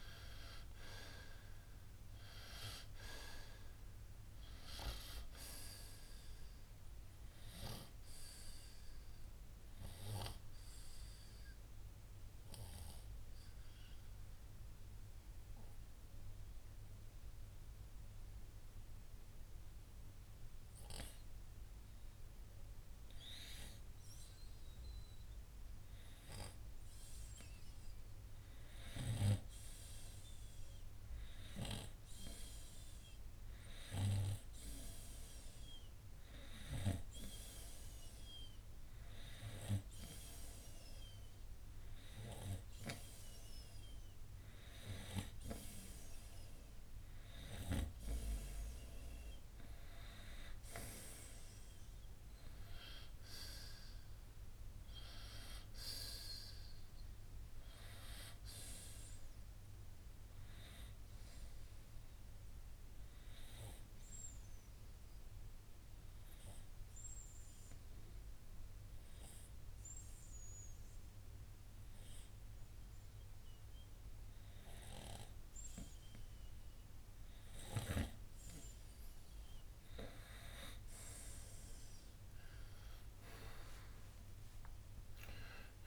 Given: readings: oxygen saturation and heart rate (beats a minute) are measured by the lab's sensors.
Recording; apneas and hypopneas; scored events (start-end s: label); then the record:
breathing in sleep by a room microphone; 2
7.50-28.00 s: obstructive apnea (oxygen 95% before, 89% lowest, heart rate 66 before, 60 extreme, up 3 after)
15.50-30.50 s: oxygen desaturation (device-marked, oxygen 93% before, 89% lowest, heart rate 67 before, 60 extreme)
30.50-34.00 s: arousal
44.50-70.50 s: oxygen desaturation (device-marked, oxygen 95% before, 90% lowest, heart rate 63 before, 62 extreme)
62.00-76.50 s: obstructive apnea (oxygen 95% before, 90% lowest, heart rate 66 before, 62 extreme, up 5 after)
81.00-84.00 s: arousal
From the record:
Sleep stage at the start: N2 (light sleep); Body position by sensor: on the front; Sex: male